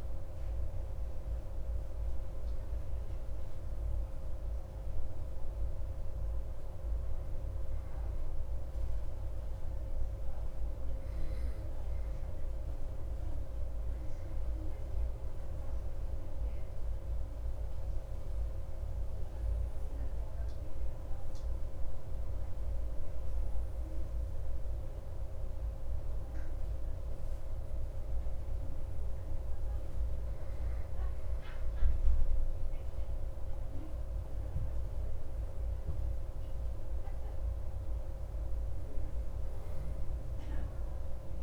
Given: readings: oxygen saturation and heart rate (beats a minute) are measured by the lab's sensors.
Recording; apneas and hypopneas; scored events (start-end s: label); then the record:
breathing in sleep, hard to hear, by a room microphone; none
none scored
From the record:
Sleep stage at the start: N2 (light sleep); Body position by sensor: on the back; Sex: male